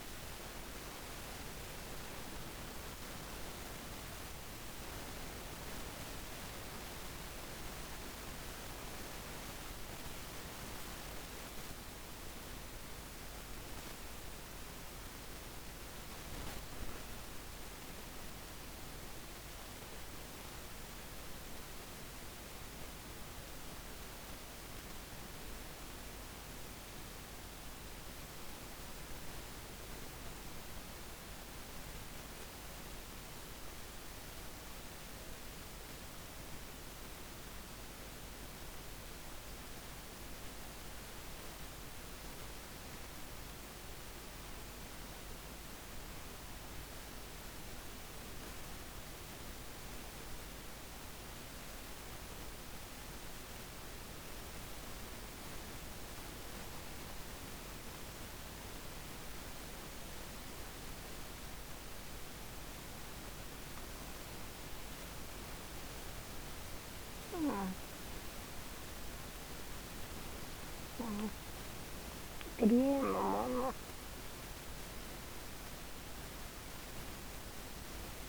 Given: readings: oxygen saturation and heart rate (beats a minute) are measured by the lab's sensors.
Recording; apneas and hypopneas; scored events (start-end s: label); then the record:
breathing in sleep, hard to hear, by a microphone on the trachea; none
42.00-46.00 s: arousal
From the record:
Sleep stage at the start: N1 (lightest sleep); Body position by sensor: on the back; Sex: female